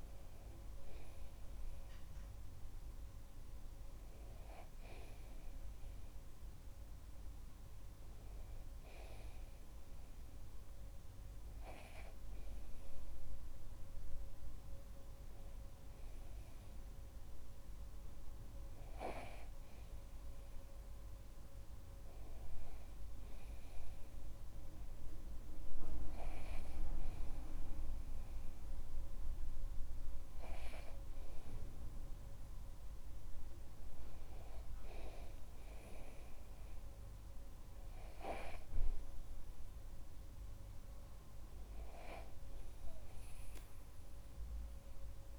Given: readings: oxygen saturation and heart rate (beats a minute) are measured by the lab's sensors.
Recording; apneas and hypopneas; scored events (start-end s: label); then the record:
breathing in sleep by a room microphone; none
none scored
From the record:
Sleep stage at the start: N2 (light sleep); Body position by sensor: on the back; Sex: male